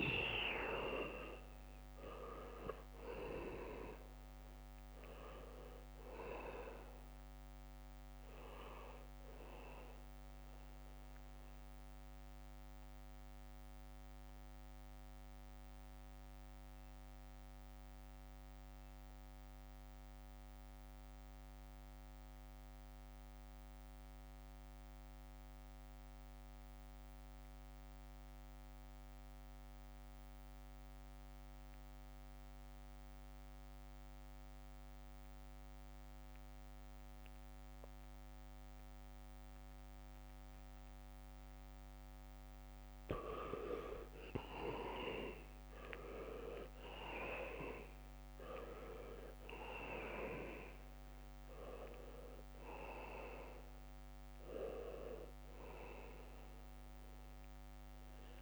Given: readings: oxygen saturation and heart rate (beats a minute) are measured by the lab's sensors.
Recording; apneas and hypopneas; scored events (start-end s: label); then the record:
breathing in sleep by a microphone on the trachea; 1
0.00-4.50 s: arousal
0.00-31.50 s: oxygen desaturation (device-marked, oxygen 79% lowest, heart rate 62 extreme)
14.00-43.00 s: mixed apnea (oxygen 98% before, 78% lowest, heart rate 67 before, 62 extreme, up 1 after)
37.50-58.42 s: oxygen desaturation (device-marked, oxygen 99% before, 78% lowest, heart rate 70 before, 62 extreme)
45.00-49.50 s: arousal
From the record:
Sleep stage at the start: N2 (light sleep); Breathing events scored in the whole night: 390 in 4.1 hours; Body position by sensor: on the back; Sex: male